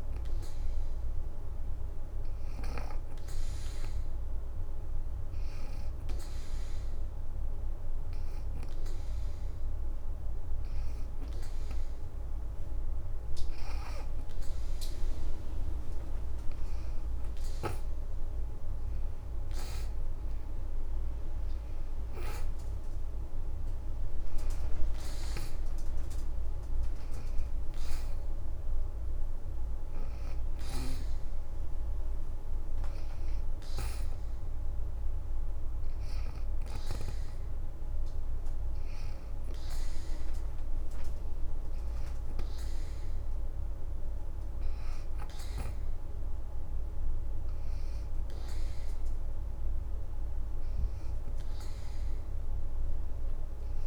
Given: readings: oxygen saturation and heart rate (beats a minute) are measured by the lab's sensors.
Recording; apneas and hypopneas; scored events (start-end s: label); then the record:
breathing in sleep by a room microphone; 2
0.00-7.50 s: oxygen desaturation (device-marked, oxygen 84% lowest, heart rate 71 extreme)
3.50-14.00 s: hypopnea (oxygen 88% before, 85% lowest, heart rate 81 before, 59 extreme, up 13 after)
12.50-19.50 s: oxygen desaturation (device-marked, oxygen 89% before, 85% lowest, heart rate 77 before, 59 extreme)
19.00-22.00 s: arousal
38.00-49.00 s: hypopnea (oxygen 89% before, 82% lowest, heart rate 80 before, 79 extreme, up 8 after)
52.00-53.87 s: arousal
From the record:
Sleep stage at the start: N2 (light sleep); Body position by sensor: on the back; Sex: female